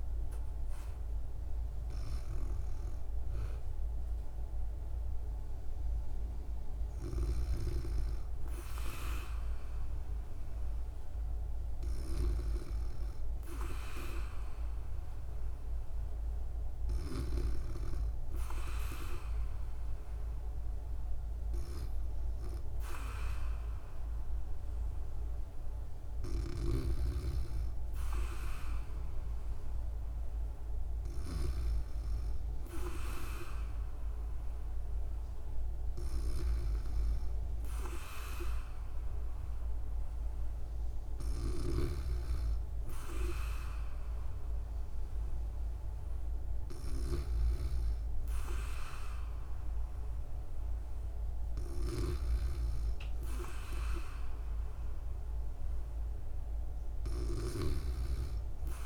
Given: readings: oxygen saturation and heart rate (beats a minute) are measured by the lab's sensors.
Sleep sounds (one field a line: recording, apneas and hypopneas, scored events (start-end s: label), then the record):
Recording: breathing in sleep by a room microphone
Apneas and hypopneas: none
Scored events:
none scored
From the record:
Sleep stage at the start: N2 (light sleep)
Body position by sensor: on the back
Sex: female